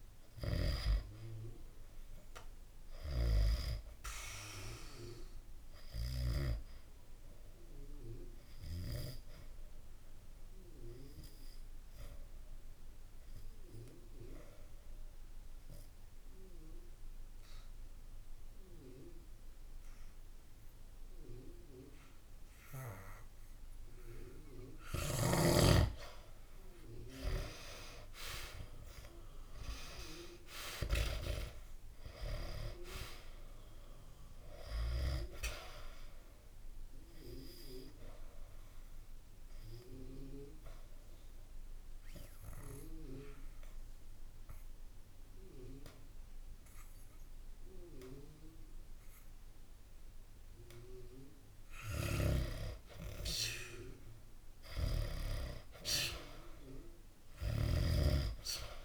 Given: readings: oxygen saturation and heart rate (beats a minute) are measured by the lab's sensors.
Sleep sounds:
breathing in sleep by a room microphone; 2
0.00-22.00 s: oxygen desaturation (device-marked, oxygen 88% lowest, heart rate 65 extreme)
4.00-24.50 s: obstructive apnea (oxygen 95% before, 88% lowest, heart rate 66 before, 65 extreme, up 0 after)
26.50-31.00 s: arousal
33.00-53.00 s: oxygen desaturation (device-marked, oxygen 98% before, 90% lowest, heart rate 67 before, 66 extreme)
36.00-51.00 s: obstructive apnea (oxygen 98% before, 89% lowest, heart rate 67 before, 66 extreme, up 1 after)
51.50-55.00 s: snoring (device-marked)
52.50-56.50 s: arousal
57.00-58.85 s: snoring (device-marked)
From the record:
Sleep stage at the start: N2 (light sleep); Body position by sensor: on the back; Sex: male

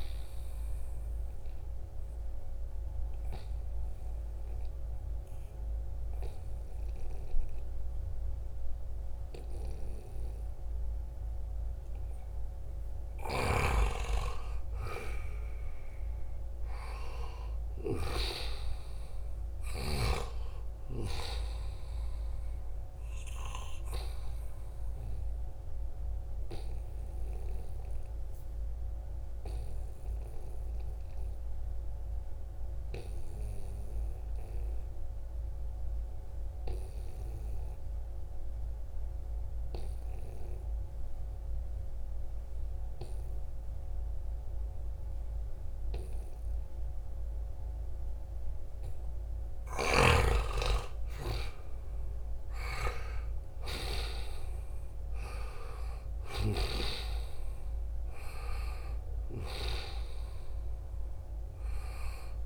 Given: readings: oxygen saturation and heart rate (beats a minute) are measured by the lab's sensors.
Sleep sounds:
breathing in sleep by a room microphone; 2
0.00-1.00 s: arousal
2.00-13.00 s: obstructive apnea (oxygen 96% before, 88% lowest, heart rate 79 before, 73 extreme, up 2 after)
15.00-20.00 s: arousal
21.50-34.50 s: oxygen desaturation (device-marked, oxygen 94% before, 91% lowest, heart rate 75 before, 71 extreme)
22.50-49.00 s: obstructive apnea (oxygen 96% before, 88% lowest, heart rate 76 before, 71 extreme, up 4 after)
50.00-55.00 s: arousal
50.50-62.46 s: oxygen desaturation (device-marked, oxygen 95% before, 88% lowest, heart rate 73 before, 68 extreme)
From the record:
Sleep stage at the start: N2 (light sleep); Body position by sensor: on the right side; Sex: male

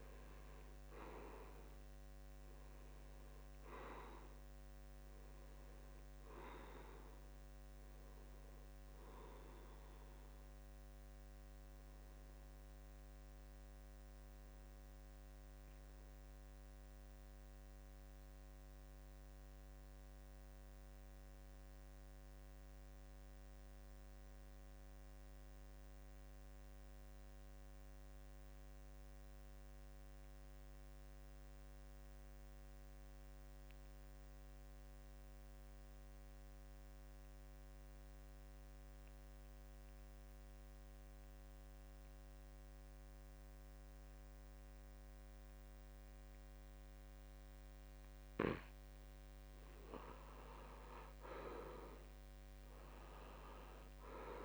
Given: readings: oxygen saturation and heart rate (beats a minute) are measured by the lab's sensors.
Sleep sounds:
breathing in sleep by a microphone on the trachea; 1
0.00-12.50 s: oxygen desaturation (device-marked, oxygen 80% lowest, heart rate 67 extreme)
11.00-48.50 s: obstructive apnea (oxygen 88% before, 80% lowest, heart rate 74 before, 66 extreme, up 7 after)
34.50-54.45 s: oxygen desaturation (device-marked, oxygen 95% before, 80% lowest, heart rate 70 before, 66 extreme)
50.50-54.00 s: arousal
From the record:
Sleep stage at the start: N2 (light sleep); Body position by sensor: on the back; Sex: male

